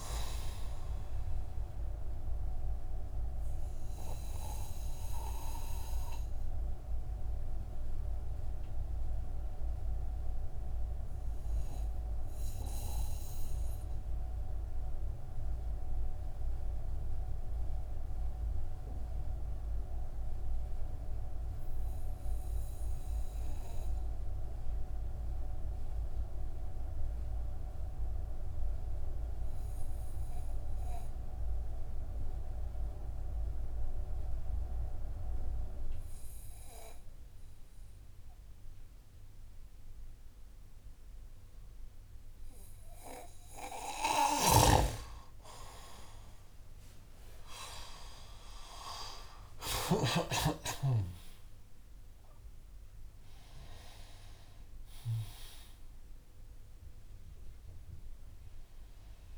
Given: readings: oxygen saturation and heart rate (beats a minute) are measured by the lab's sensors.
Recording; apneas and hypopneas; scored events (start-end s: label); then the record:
breathing in sleep by a room microphone; 1
2.50-43.50 s: obstructive apnea (oxygen 98% before, 89% lowest)
17.00-25.00 s: oxygen desaturation (device-marked, oxygen 95% before, 92% lowest)
43.50-49.50 s: snoring (device-marked)
46.00-51.50 s: arousal
46.00-53.00 s: oxygen desaturation (device-marked, oxygen 97% before, 93% lowest)
From the record:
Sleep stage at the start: N2 (light sleep); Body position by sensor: on the back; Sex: male